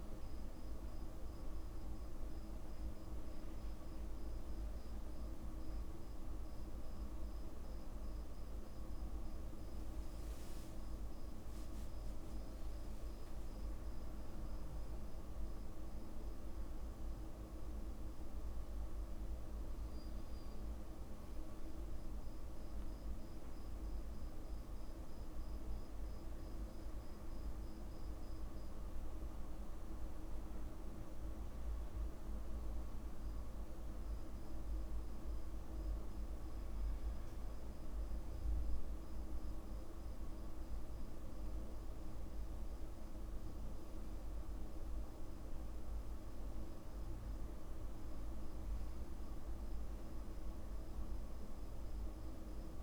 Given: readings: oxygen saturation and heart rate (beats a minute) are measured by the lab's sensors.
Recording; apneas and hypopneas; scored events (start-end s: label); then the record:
breathing in sleep, hard to hear, by a room microphone; none
12.00-52.83 s: new sleep stage, N2 (light sleep)
From the record:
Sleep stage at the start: N1 (lightest sleep); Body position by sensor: on the back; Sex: male